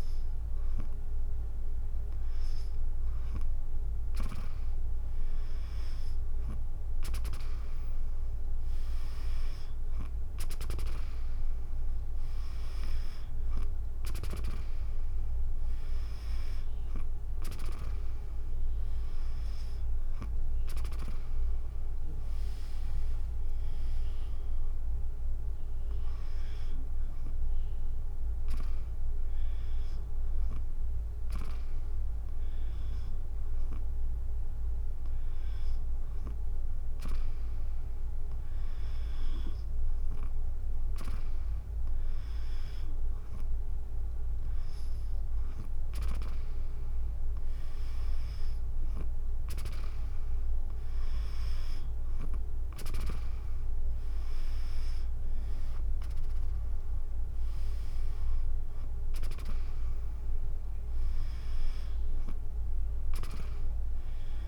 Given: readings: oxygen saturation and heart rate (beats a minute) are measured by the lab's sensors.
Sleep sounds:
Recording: breathing in sleep by a room microphone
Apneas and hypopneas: none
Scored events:
16.00-31.00 s: drop in pulse transit time (device-marked, heart rate 62 before, 54 extreme)
52.00-64.00 s: drop in pulse transit time (device-marked, heart rate 57 before, 64 extreme)
From the record:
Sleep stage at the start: N2 (light sleep)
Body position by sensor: on the back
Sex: female

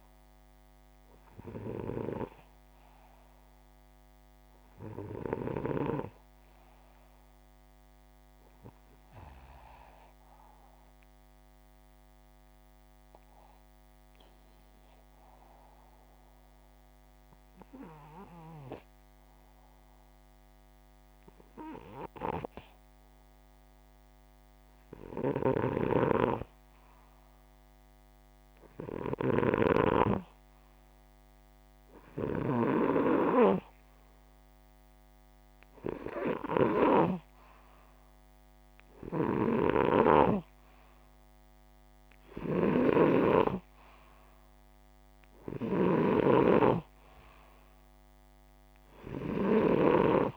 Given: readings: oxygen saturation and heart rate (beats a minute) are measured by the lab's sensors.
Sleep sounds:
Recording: breathing in sleep by a microphone on the trachea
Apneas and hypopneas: 1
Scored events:
10.00-24.50 s: obstructive apnea (oxygen 96% before, 91% lowest, heart rate 186 before, 102 extreme, up 35 after)
24.50-32.00 s: snoring (device-marked)
27.00-30.00 s: arousal
41.50-45.50 s: snoring (device-marked)
From the record:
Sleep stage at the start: N2 (light sleep)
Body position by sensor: upright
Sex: male

